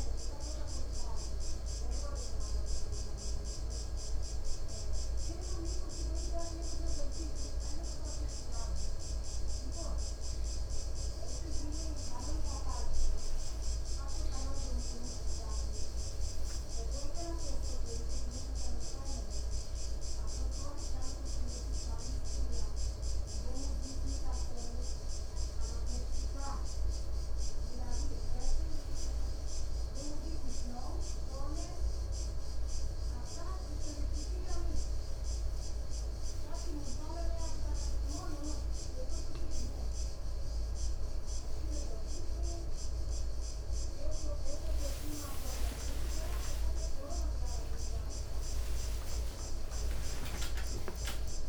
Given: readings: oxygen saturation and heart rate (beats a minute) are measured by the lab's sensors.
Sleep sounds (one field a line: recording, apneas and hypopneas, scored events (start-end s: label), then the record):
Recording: breathing in sleep by a room microphone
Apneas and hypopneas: 2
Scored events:
4.00-14.00 s: hypopnea (oxygen 97% before, 93% lowest, heart rate 61 before, 59 extreme, up 7 after)
15.50-19.50 s: arousal
24.50-35.50 s: hypopnea (oxygen 96% before, 93% lowest, heart rate 62 before, 49 extreme, up 8 after)
29.50-51.49 s: new sleep stage, N1 (lightest sleep)
42.50-49.50 s: tachycardia (device-marked, heart rate 78 before, 150 extreme)
46.00-51.49 s: arousal
From the record:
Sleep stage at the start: N2 (light sleep)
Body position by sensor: on the back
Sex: male